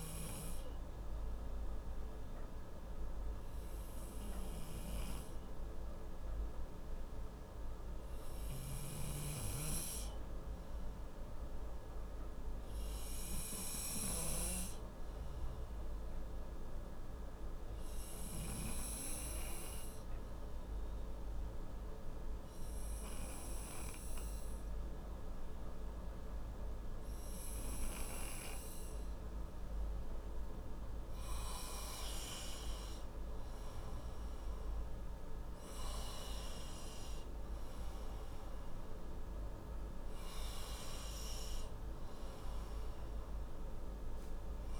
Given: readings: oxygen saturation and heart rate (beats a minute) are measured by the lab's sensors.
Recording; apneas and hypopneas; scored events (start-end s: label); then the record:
breathing in sleep, hard to hear, by a room microphone; 1
14.00-29.50 s: hypopnea (oxygen 96% before, 91% lowest, heart rate 63 before, 61 extreme, up 3 after)
33.00-38.00 s: arousal
From the record:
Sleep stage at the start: N2 (light sleep); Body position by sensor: on the right side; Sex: male